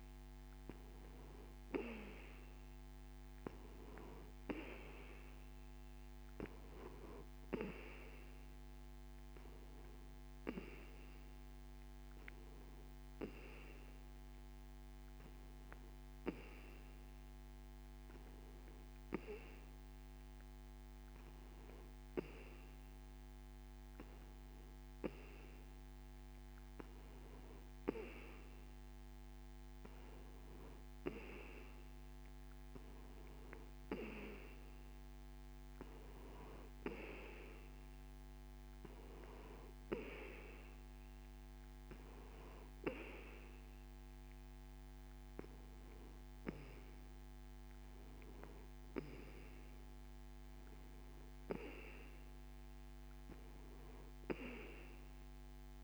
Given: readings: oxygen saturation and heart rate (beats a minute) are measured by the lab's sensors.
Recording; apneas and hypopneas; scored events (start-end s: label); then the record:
breathing in sleep by a microphone on the trachea; none
none scored
From the record:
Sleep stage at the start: N2 (light sleep); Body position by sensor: on the back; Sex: male